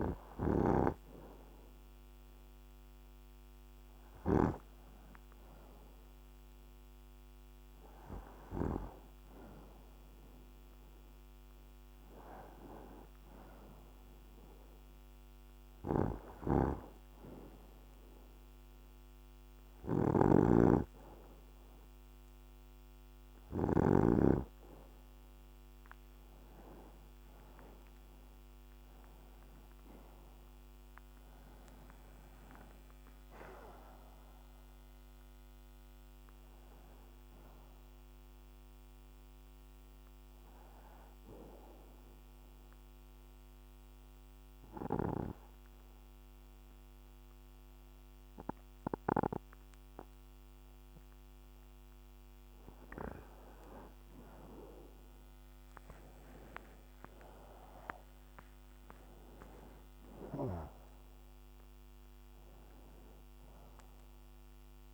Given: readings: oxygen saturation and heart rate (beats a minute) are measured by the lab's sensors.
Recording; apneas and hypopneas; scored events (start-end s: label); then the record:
breathing in sleep by a microphone on the trachea; 2
17.00-28.00 s: obstructive apnea (oxygen 92% before, 88% lowest, heart rate 81 before, 67 extreme, up 0 after)
29.50-33.50 s: arousal
38.50-52.50 s: obstructive apnea (oxygen 92% before, 87% lowest, heart rate 83 before, 67 extreme, up 16 after)
54.50-60.00 s: arousal
61.50-64.94 s: oxygen desaturation (device-marked, oxygen 95% before, 88% lowest, heart rate 76 before, 72 extreme)
From the record:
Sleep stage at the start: N2 (light sleep); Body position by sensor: on the left side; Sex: male